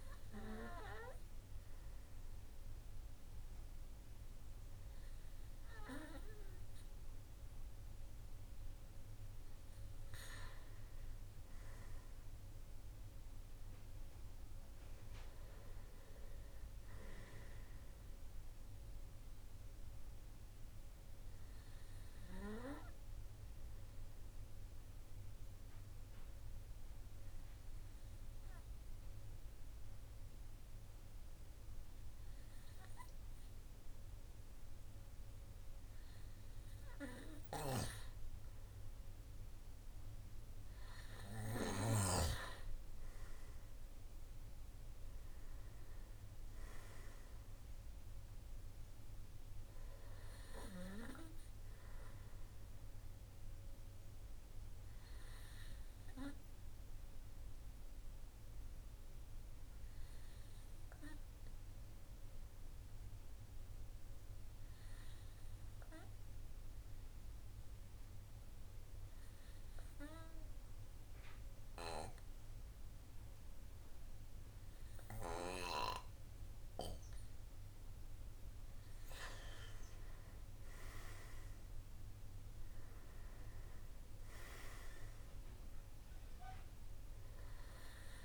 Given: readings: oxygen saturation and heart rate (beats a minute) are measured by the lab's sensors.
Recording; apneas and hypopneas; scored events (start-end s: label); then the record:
breathing in sleep by a room microphone; 2
18.50-37.00 s: obstructive apnea (oxygen 96% before, 93% lowest, heart rate 53 before, 50 extreme, up 6 after)
38.00-42.00 s: arousal
51.50-77.00 s: obstructive apnea (oxygen 97% before, 93% lowest, heart rate 54 before, 50 extreme, up 7 after)
79.50-82.50 s: arousal
From the record:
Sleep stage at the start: N2 (light sleep); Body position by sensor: on the right side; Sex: male